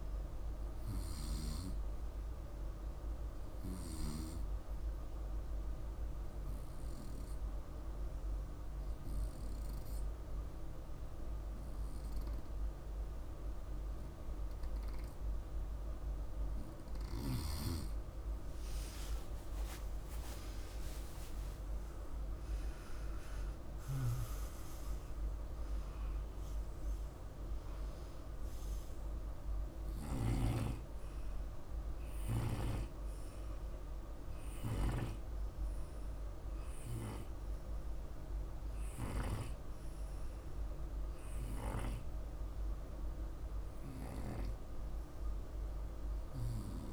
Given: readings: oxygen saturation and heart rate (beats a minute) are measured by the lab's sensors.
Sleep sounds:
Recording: breathing in sleep by a room microphone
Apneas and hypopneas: 1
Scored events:
5.50-16.50 s: hypopnea (oxygen 98% before, 96% lowest, heart rate 52 before, 48 extreme, up 4 after)
18.00-23.50 s: arousal
From the record:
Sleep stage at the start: N2 (light sleep)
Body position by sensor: on the right side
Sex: male

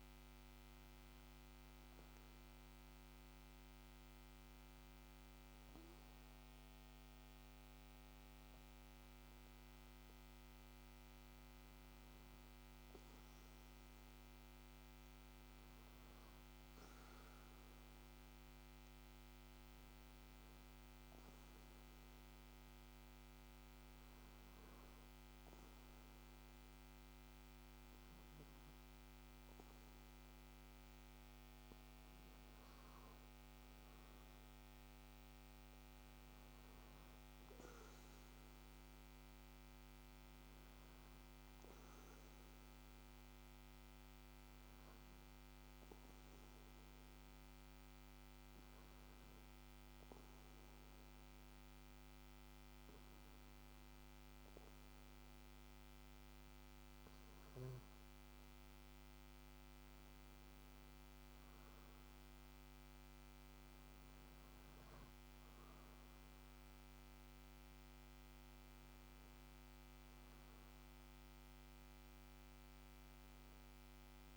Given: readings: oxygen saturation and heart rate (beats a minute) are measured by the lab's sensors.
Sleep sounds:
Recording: breathing in sleep, hard to hear, by a microphone on the trachea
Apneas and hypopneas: 2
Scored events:
18.00-31.00 s: hypopnea (oxygen 95% before, 90% lowest, heart rate 60 before, 57 extreme, up 1 after)
33.50-39.00 s: arousal
45.50-58.00 s: hypopnea (oxygen 94% before, 90% lowest, heart rate 60 before, 54 extreme, up 5 after)
59.50-63.50 s: arousal
69.50-74.37 s: oxygen desaturation (device-marked, oxygen 94% before, 90% lowest, heart rate 60 before, 54 extreme)
From the record:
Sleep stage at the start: N2 (light sleep)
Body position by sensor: on the back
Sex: male

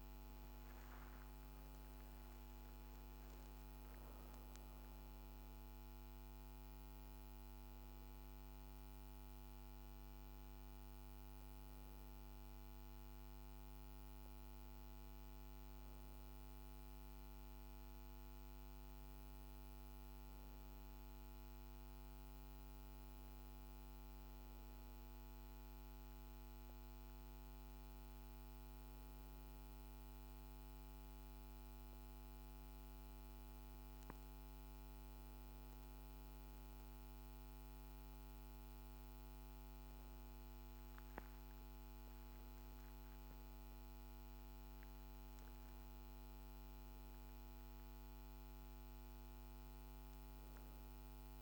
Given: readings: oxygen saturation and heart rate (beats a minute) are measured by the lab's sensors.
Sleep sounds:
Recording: breathing in sleep, hard to hear, by a microphone on the trachea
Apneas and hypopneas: none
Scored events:
none scored
From the record:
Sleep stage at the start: N1 (lightest sleep)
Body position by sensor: on the back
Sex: female

